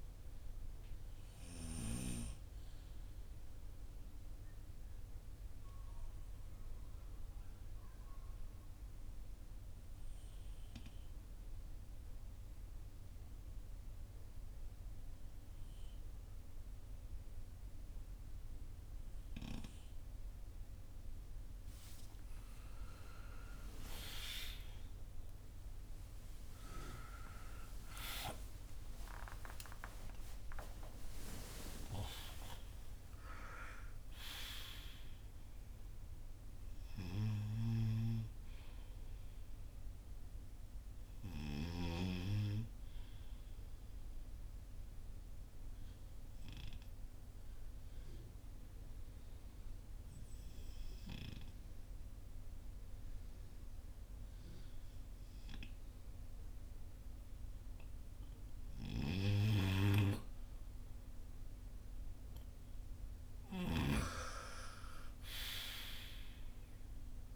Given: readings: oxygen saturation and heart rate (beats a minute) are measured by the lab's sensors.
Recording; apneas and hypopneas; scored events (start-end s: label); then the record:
breathing in sleep by a room microphone; 2
1.50-18.50 s: oxygen desaturation (device-marked, oxygen 96% before, 91% lowest, heart rate 58 before, 46 extreme)
1.50-22.50 s: obstructive apnea (oxygen 97% before, 91% lowest, heart rate 58 before, 46 extreme, up 34 after)
24.00-31.00 s: arousal
43.50-57.00 s: obstructive apnea (oxygen 97% before, 91% lowest, heart rate 72 before, 45 extreme, up 12 after)
60.50-64.00 s: arousal
From the record:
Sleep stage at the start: N2 (light sleep); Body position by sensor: on the front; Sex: male